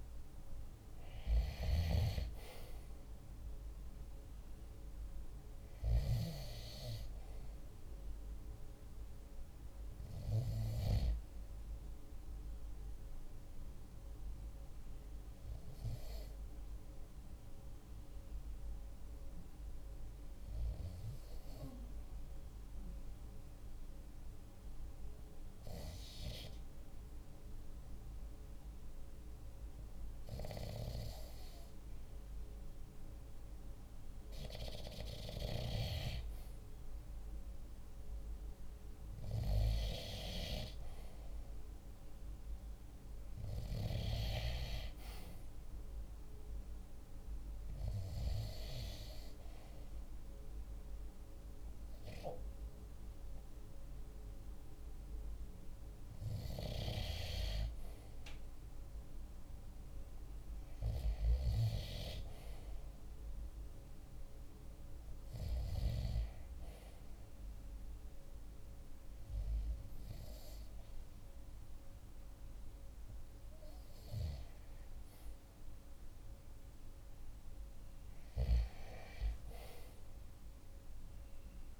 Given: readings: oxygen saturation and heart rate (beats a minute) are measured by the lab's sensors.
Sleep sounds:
breathing in sleep by a room microphone; 2
0.00-18.50 s: oxygen desaturation (device-marked, oxygen 92% lowest, heart rate 46 extreme)
12.50-34.00 s: obstructive apnea (oxygen 97% before, 92% lowest, heart rate 47 before, 45 extreme, up 1 after)
35.00-40.00 s: arousal
42.50-63.50 s: oxygen desaturation (device-marked, oxygen 97% before, 94% lowest, heart rate 47 before, 45 extreme)
48.00-58.00 s: obstructive apnea (oxygen 97% before, 94% lowest, heart rate 47 before, 45 extreme, up 2 after)
60.50-64.50 s: arousal
From the record:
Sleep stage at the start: REM sleep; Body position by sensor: on the right side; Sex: male

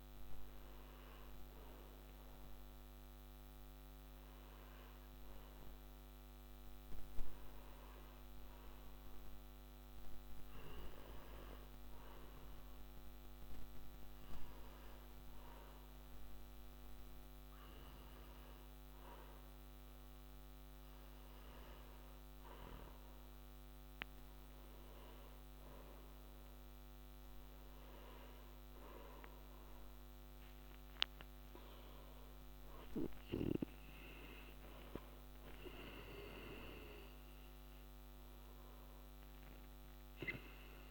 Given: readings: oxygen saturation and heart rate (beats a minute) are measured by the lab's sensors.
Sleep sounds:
breathing in sleep by a microphone on the trachea; 1
7.50-22.50 s: hypopnea (oxygen 95% before, 94% lowest, heart rate 63 before, 57 extreme, up 18 after)
25.50-30.50 s: arousal
From the record:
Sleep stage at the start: N2 (light sleep); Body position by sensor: on the back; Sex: male

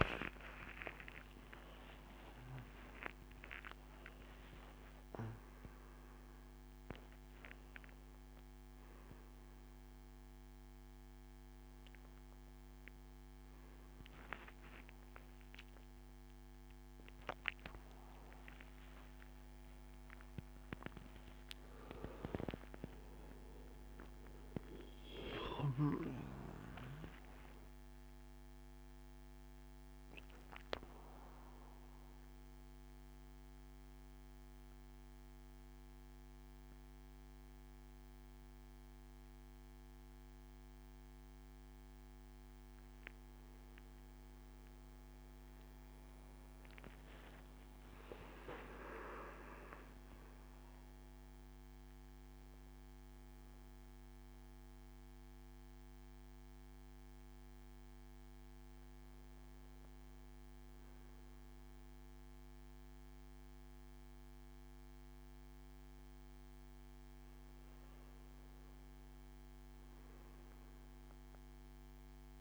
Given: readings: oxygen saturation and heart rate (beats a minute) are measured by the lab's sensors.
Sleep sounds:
a person partly awake in a sleep study, by a microphone on the trachea; none
31.50-72.41 s: new sleep stage, N1 (lightest sleep)
49.50-61.50 s: oxygen desaturation (device-marked, oxygen 97% before, 89% lowest, heart rate 76 before, 77 extreme)
From the record:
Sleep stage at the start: awake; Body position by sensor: on the back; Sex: male

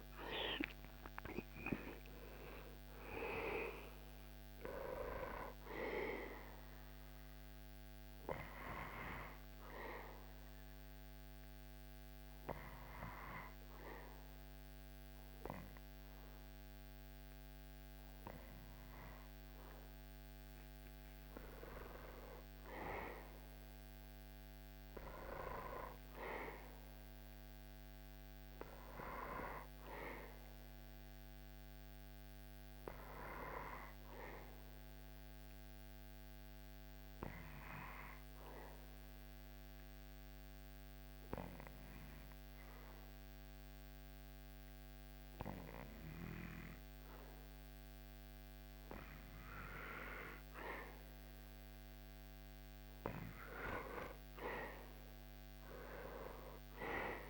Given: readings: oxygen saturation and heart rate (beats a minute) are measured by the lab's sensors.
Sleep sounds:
breathing in sleep by a microphone on the trachea; 2
0.00-1.00 s: arousal
9.00-19.50 s: obstructive apnea (oxygen 99% before, 95% lowest, heart rate 76 before, 65 extreme, up 10 after)
22.00-27.50 s: arousal
37.00-48.50 s: obstructive apnea (oxygen 99% before, 95% lowest, heart rate 74 before, 65 extreme, up 7 after)
52.00-56.00 s: arousal
From the record:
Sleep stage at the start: N2 (light sleep); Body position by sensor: on the back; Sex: male

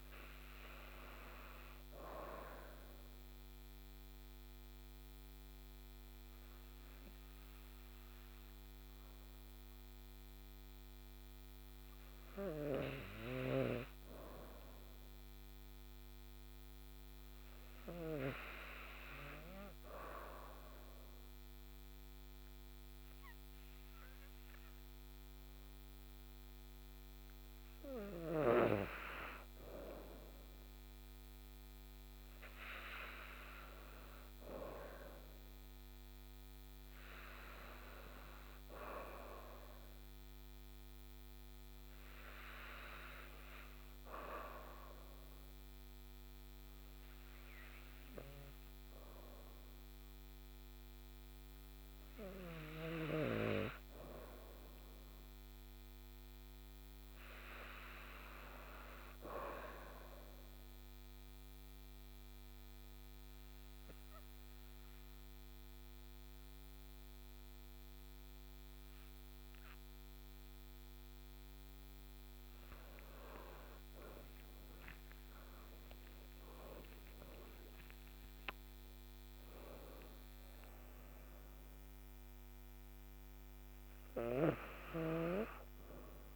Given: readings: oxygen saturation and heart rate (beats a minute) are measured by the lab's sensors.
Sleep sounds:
breathing in sleep by a microphone on the trachea; 2
3.50-14.00 s: obstructive apnea (oxygen 98% before, 93% lowest, heart rate 93 before, 46 extreme, up 39 after)
10.50-20.50 s: oxygen desaturation (device-marked, oxygen 97% before, 93% lowest, heart rate 130 before, 44 extreme)
24.50-28.50 s: arousal
37.50-61.50 s: oxygen desaturation (device-marked, oxygen 98% before, 93% lowest)
61.50-72.00 s: obstructive apnea (oxygen 97% before, 94% lowest, heart rate 39 before, 58 extreme)
75.50-80.00 s: arousal
From the record:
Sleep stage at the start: N2 (light sleep); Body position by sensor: on the back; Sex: female

